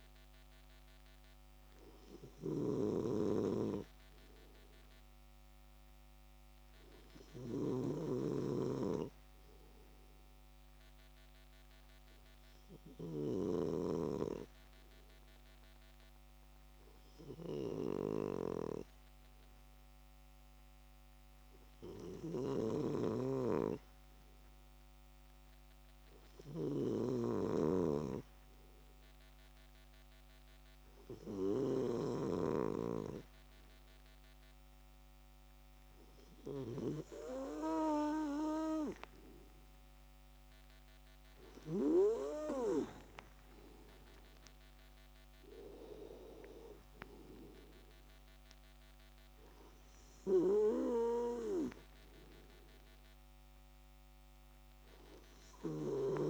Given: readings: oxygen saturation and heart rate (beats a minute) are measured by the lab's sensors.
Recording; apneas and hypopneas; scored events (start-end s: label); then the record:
breathing in sleep by a microphone on the trachea; 1
0.00-14.00 s: snoring (device-marked)
5.50-37.00 s: obstructive apnea (oxygen 98% before, 94% lowest)
22.00-32.00 s: snoring (device-marked)
43.00-46.00 s: arousal
From the record:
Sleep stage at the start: N2 (light sleep); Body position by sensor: on the left side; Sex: male